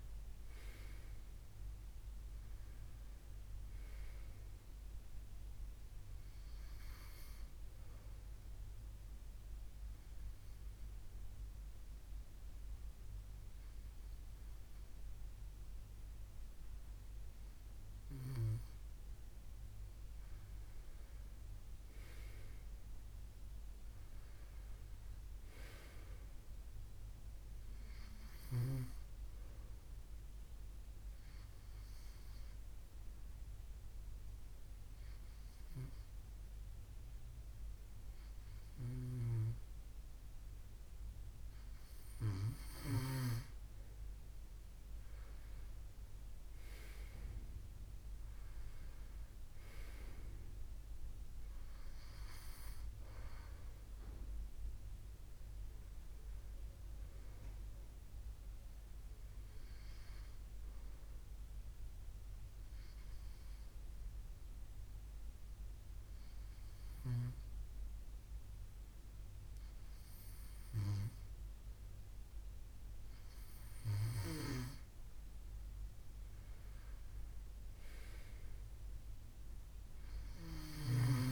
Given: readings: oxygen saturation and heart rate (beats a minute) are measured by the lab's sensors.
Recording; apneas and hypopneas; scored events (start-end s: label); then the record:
breathing in sleep by a room microphone; 3
0.00-2.00 s: arousal
7.50-23.50 s: oxygen desaturation (device-marked, oxygen 97% before, 92% lowest, heart rate 74 before, 65 extreme)
8.50-19.50 s: obstructive apnea (oxygen 97% before, 92% lowest, heart rate 74 before, 67 extreme, up 9 after)
21.00-24.50 s: arousal
29.50-42.00 s: hypopnea (oxygen 97% before, 92% lowest, heart rate 70 before, 68 extreme, up 9 after)
44.50-49.00 s: arousal
60.50-73.00 s: hypopnea (oxygen 96% before, 92% lowest, heart rate 72 before, 69 extreme, up 4 after)
75.00-79.50 s: arousal
From the record:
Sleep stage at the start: N2 (light sleep); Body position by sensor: on the left side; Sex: male